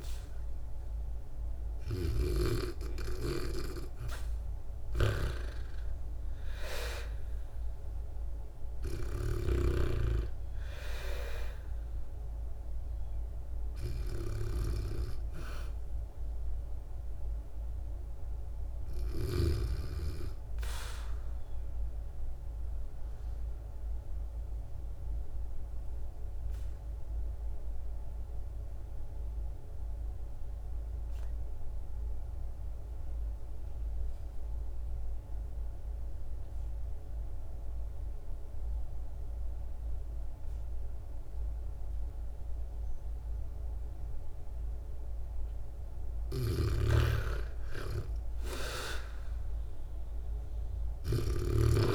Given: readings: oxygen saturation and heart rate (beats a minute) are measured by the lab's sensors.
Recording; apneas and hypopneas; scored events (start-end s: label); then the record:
breathing in sleep by a room microphone; 1
0.00-2.00 s: snoring (device-marked)
0.00-30.50 s: oxygen desaturation (device-marked, oxygen 78% lowest, heart rate 50 extreme)
22.50-44.50 s: obstructive apnea (oxygen 91% before, 82% lowest, heart rate 61 before, 51 extreme, up 2 after)
45.50-50.00 s: arousal
45.50-51.95 s: oxygen desaturation (device-marked, oxygen 98% before, 83% lowest, heart rate 58 before, 50 extreme)
46.00-51.95 s: snoring (device-marked)
From the record:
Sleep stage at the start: REM sleep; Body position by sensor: on the back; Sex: female